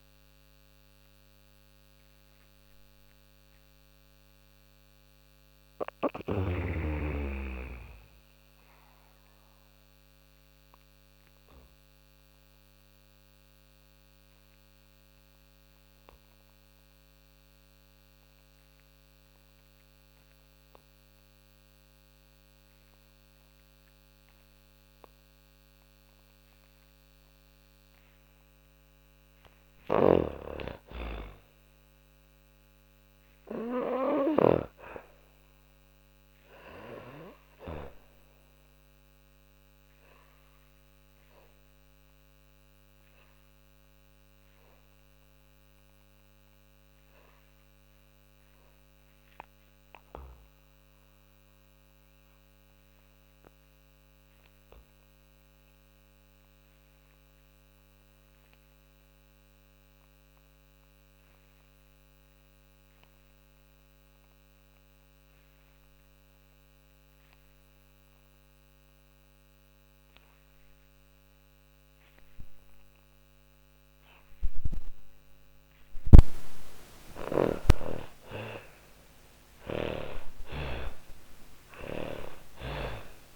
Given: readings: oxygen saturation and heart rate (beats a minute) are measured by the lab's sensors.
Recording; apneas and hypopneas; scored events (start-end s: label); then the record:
breathing in sleep by a microphone on the trachea; 2
0.00-16.00 s: oxygen desaturation (device-marked, oxygen 75% lowest, heart rate 42 extreme)
12.00-25.50 s: obstructive apnea (oxygen 90% before, 82% lowest, heart rate 67 before, 43 extreme, up 13 after)
28.00-33.00 s: snoring (device-marked)
28.50-34.00 s: arousal
31.00-51.00 s: oxygen desaturation (device-marked, oxygen 99% before, 88% lowest, heart rate 49 before, 42 extreme)
37.50-73.00 s: obstructive apnea (oxygen 99% before, 77% lowest, heart rate 51 before, 42 extreme, up 34 after)
59.00-83.36 s: oxygen desaturation (device-marked, oxygen 97% before, 85% lowest, heart rate 52 before, 42 extreme)
75.50-83.36 s: snoring (device-marked)
76.00-81.50 s: arousal
From the record:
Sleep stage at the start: N2 (light sleep); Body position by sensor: on the back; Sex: female